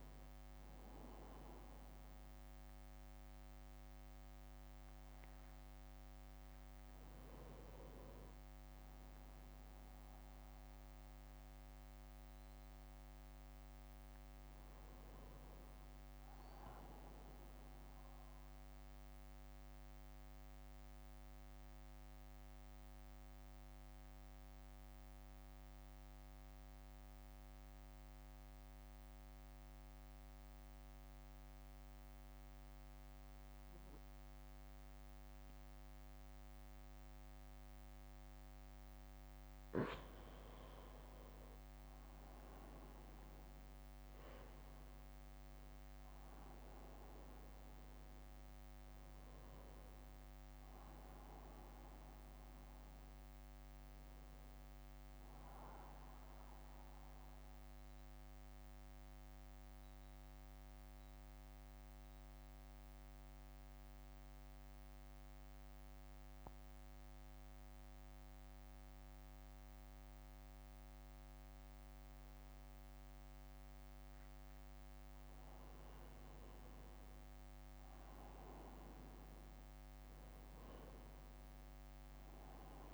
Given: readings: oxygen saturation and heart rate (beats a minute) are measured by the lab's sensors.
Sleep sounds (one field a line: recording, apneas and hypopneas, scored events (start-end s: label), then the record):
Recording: breathing in sleep, hard to hear, by a microphone on the trachea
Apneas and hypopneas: 2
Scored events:
0.00-1.50 s: drop in pulse transit time (device-marked, heart rate 59 extreme)
0.00-14.50 s: oxygen desaturation (device-marked, oxygen 91% lowest, heart rate 57 extreme)
5.50-7.50 s: long interval between heartbeats (device-marked, heart rate 61 before, 69 extreme)
14.00-17.00 s: arousal
18.50-39.00 s: mixed apnea (oxygen 96% before, 91% lowest, heart rate 66 before, 57 extreme, up 4 after)
41.50-56.50 s: drop in pulse transit time (device-marked, heart rate 61 before, 60 extreme)
42.50-48.00 s: arousal
42.50-67.50 s: oxygen desaturation (device-marked, oxygen 97% before, 91% lowest, heart rate 61 before, 58 extreme)
57.00-74.00 s: central apnea (oxygen 97% before, 91% lowest, heart rate 63 before, 58 extreme, up 2 after)
76.50-81.00 s: arousal
81.50-82.94 s: oxygen desaturation (device-marked, oxygen 97% before, 93% lowest, heart rate 62 before, 58 extreme)
From the record:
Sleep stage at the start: N2 (light sleep)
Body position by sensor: on the back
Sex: male